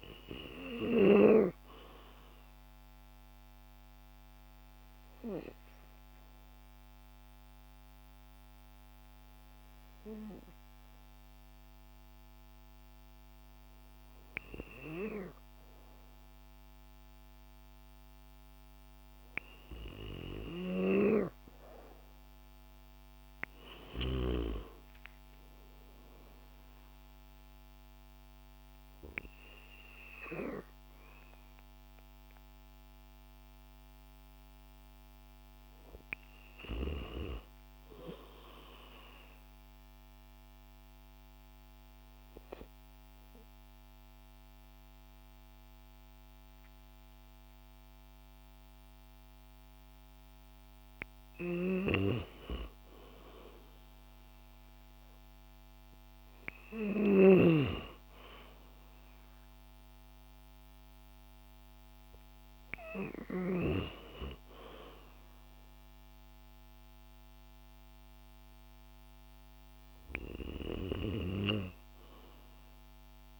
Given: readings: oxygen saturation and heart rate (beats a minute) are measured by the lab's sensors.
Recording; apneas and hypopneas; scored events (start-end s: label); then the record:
breathing in sleep by a microphone on the trachea; 2
0.00-16.00 s: oxygen desaturation (device-marked, oxygen 93% lowest, heart rate 55 extreme)
2.50-14.50 s: hypopnea (oxygen 96% before, 92% lowest, heart rate 67 before, 55 extreme, up 36 after)
22.00-25.50 s: arousal
39.00-50.50 s: obstructive apnea (oxygen 97% before, 92% lowest, heart rate 75 before, 52 extreme, up 14 after)
53.00-56.00 s: arousal
56.50-63.00 s: snoring (device-marked)
58.00-73.40 s: oxygen desaturation (device-marked, oxygen 96% before, 92% lowest, heart rate 59 before, 52 extreme)
From the record:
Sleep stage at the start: N2 (light sleep); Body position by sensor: on the back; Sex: female